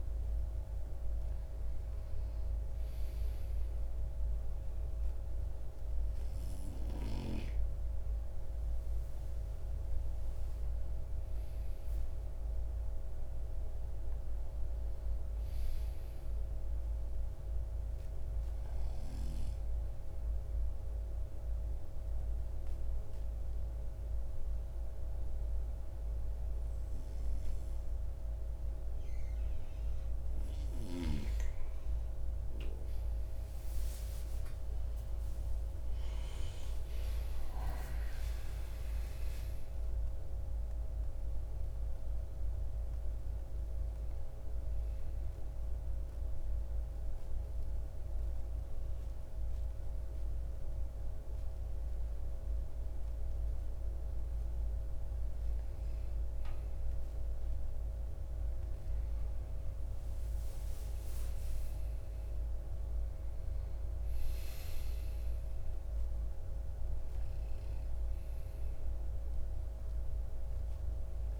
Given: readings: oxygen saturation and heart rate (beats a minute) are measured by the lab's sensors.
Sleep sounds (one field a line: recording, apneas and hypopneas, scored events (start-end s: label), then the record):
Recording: breathing in sleep, hard to hear, by a room microphone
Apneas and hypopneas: 2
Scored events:
18.50-31.00 s: obstructive apnea (oxygen 96% before, 89% lowest)
34.50-38.50 s: arousal
41.00-65.00 s: oxygen desaturation (device-marked, oxygen 94% before, 89% lowest)
44.50-55.00 s: obstructive apnea (oxygen 94% before, 89% lowest)
59.00-63.50 s: arousal
From the record:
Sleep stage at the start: N2 (light sleep)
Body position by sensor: on the right side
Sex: male